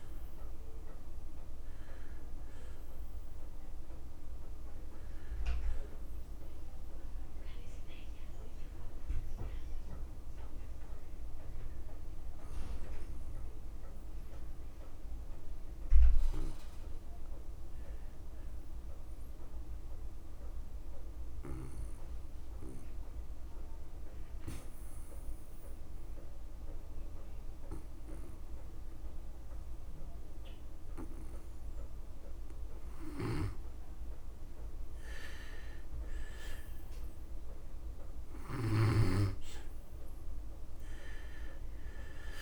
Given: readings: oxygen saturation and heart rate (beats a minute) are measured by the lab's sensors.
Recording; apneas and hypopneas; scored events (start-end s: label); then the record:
breathing in sleep by a room microphone; 1
0.00-18.00 s: oxygen desaturation (device-marked, oxygen 73% lowest)
11.00-34.00 s: obstructive apnea (oxygen 84% before, 73% lowest)
29.00-31.00 s: long interval between heartbeats (device-marked)
35.50-38.50 s: arousal
38.00-42.42 s: oxygen desaturation (device-marked, oxygen 99% before, 86% lowest)
From the record:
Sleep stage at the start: N2 (light sleep); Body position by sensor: on the back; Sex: male